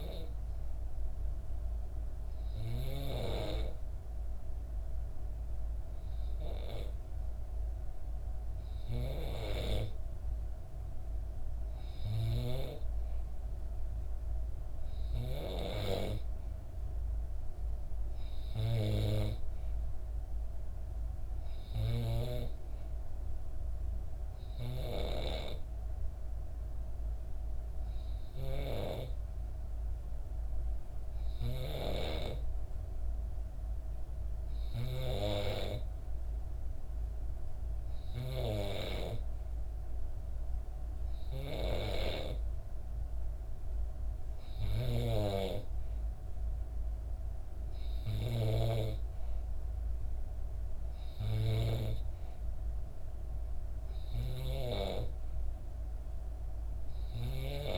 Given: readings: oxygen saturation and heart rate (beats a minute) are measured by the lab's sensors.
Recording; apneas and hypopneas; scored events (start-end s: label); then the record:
breathing in sleep by a room microphone; none
53.50-57.00 s: snoring (device-marked)
From the record:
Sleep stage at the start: N2 (light sleep); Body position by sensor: on the back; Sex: female